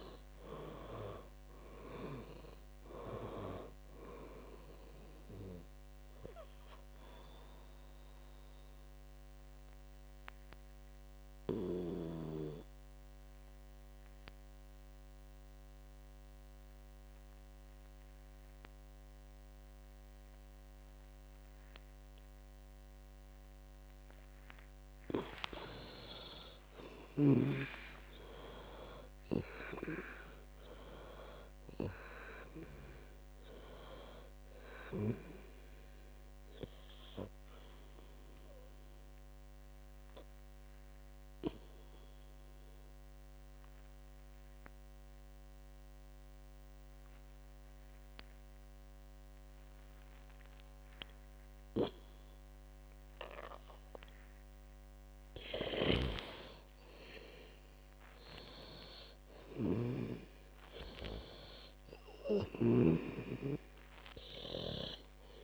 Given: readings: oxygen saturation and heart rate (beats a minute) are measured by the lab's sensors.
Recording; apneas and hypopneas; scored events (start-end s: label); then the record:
breathing in sleep by a microphone on the trachea; 2
0.00-21.50 s: oxygen desaturation (device-marked, oxygen 92% lowest, heart rate 53 extreme)
8.50-26.00 s: obstructive apnea (oxygen 98% before, 92% lowest, heart rate 72 before, 53 extreme, up 56 after)
26.50-30.00 s: arousal
31.50-49.50 s: oxygen desaturation (device-marked, oxygen 98% before, 92% lowest, heart rate 68 before, 53 extreme)
40.00-55.50 s: obstructive apnea (oxygen 98% before, 91% lowest, heart rate 76 before, 53 extreme, up 24 after)
57.00-61.50 s: arousal
63.00-65.44 s: snoring (device-marked)
63.50-65.44 s: oxygen desaturation (device-marked, oxygen 98% before, 93% lowest, heart rate 63 before, 55 extreme)
From the record:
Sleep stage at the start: N2 (light sleep); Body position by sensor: on the back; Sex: female